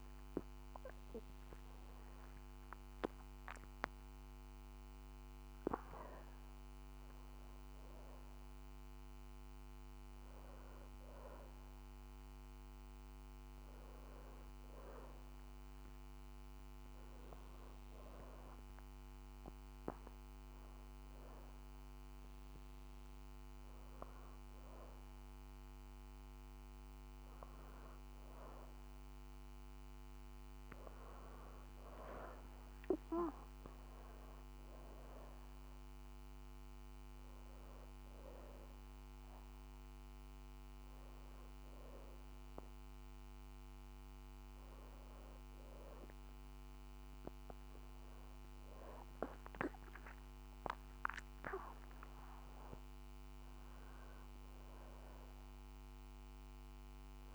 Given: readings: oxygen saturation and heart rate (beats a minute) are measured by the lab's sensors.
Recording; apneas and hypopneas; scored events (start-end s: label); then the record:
breathing in sleep by a microphone on the trachea; 2
8.00-18.00 s: obstructive apnea (oxygen 92% before, 91% lowest, heart rate 66 before, 63 extreme, up 6 after)
21.00-26.50 s: arousal
36.00-47.00 s: obstructive apnea (oxygen 93% before, 91% lowest, heart rate 66 before, 62 extreme, up 2 after)
48.50-52.00 s: arousal
From the record:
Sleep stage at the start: N2 (light sleep); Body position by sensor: on the back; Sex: female